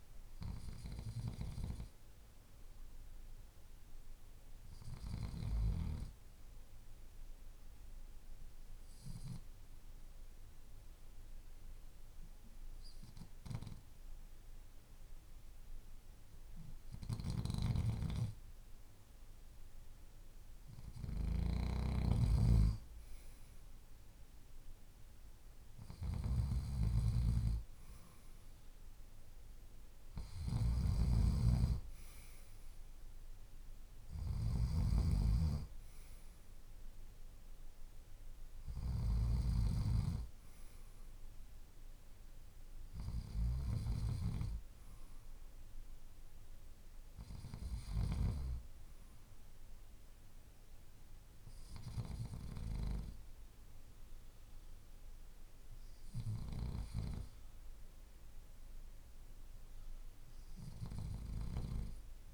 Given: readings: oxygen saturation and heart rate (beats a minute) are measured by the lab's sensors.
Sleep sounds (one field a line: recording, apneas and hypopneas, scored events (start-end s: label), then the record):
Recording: breathing in sleep by a room microphone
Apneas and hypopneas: 1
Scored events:
0.00-1.00 s: arousal
5.50-18.00 s: obstructive apnea (oxygen 95% before, 92% lowest, heart rate 52 before, 49 extreme, up 1 after)
21.00-39.00 s: snoring (device-marked)
21.50-24.50 s: arousal
34.00-44.00 s: oxygen desaturation (device-marked, oxygen 95% before, 92% lowest, heart rate 50 before, 49 extreme)
From the record:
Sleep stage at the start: N2 (light sleep)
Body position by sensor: on the left side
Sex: male